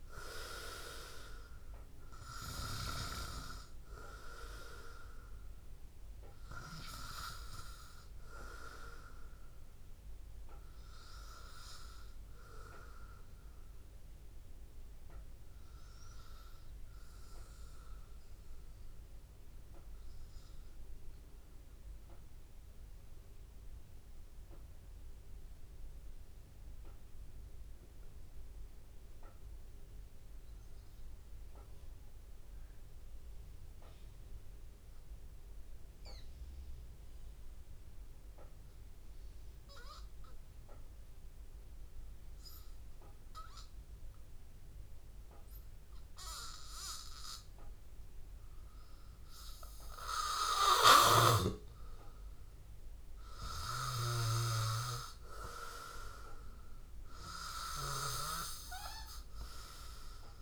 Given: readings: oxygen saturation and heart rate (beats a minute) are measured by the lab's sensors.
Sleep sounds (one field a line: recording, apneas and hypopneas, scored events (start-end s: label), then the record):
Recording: breathing in sleep by a room microphone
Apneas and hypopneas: 1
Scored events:
0.00-30.00 s: oxygen desaturation (device-marked, oxygen 92% lowest, heart rate 80 extreme)
0.50-2.50 s: long interval between heartbeats (device-marked, heart rate 84 before, 86 extreme)
5.00-7.00 s: long interval between heartbeats (device-marked, heart rate 85 before, 87 extreme)
9.00-11.00 s: long interval between heartbeats (device-marked, heart rate 85 before, 87 extreme)
19.00-51.00 s: mixed apnea (oxygen 97% before, 92% lowest, heart rate 86 before, 80 extreme, up 5 after)
44.00-46.00 s: long interval between heartbeats (device-marked, heart rate 83 before, 82 extreme)
49.00-60.42 s: oxygen desaturation (device-marked, oxygen 99% before, 94% lowest, heart rate 83 before, 83 extreme)
53.00-58.50 s: arousal
From the record:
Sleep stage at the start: N2 (light sleep)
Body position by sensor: on the back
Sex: male